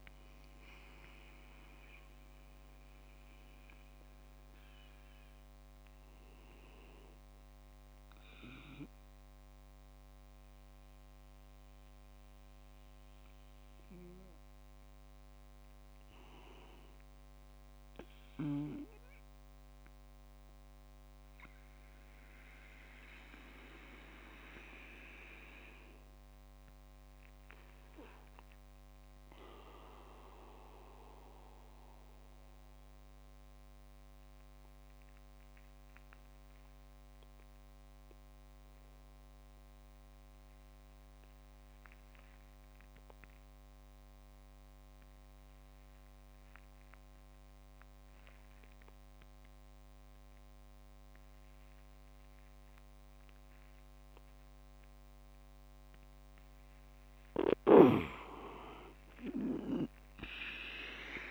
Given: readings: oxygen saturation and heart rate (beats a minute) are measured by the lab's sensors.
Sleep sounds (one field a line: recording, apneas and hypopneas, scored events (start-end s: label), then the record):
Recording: breathing in sleep by a microphone on the trachea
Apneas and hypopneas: 1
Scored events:
4.50-17.50 s: oxygen desaturation (device-marked, oxygen 89% before, 86% lowest)
13.00-16.00 s: arousal
18.50-56.00 s: obstructive apnea (oxygen 99% before, 92% lowest)
50.50-61.31 s: oxygen desaturation (device-marked, oxygen 98% before, 92% lowest)
58.50-61.31 s: arousal
From the record:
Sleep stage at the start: N2 (light sleep)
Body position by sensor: on the back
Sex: male